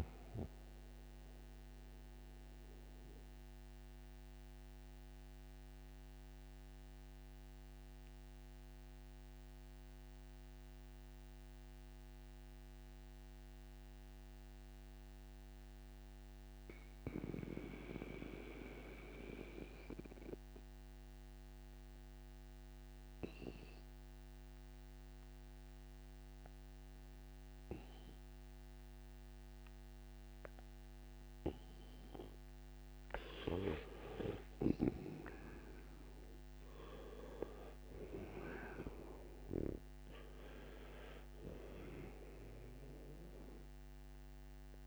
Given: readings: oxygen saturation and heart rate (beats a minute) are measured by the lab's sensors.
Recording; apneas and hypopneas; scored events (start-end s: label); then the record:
breathing in sleep by a microphone on the trachea; 1
0.00-17.50 s: oxygen desaturation (device-marked, oxygen 90% lowest, heart rate 59 extreme)
3.00-32.50 s: mixed apnea (oxygen 98% before, 86% lowest, heart rate 136 before, 59 extreme, up 34 after)
11.50-44.87 s: new sleep stage, N2 (light sleep)
32.50-44.87 s: oxygen desaturation (device-marked, oxygen 98% before, 86% lowest, heart rate 62 before, 57 extreme)
34.00-38.00 s: arousal
From the record:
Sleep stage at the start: N1 (lightest sleep); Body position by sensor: on the right side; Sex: male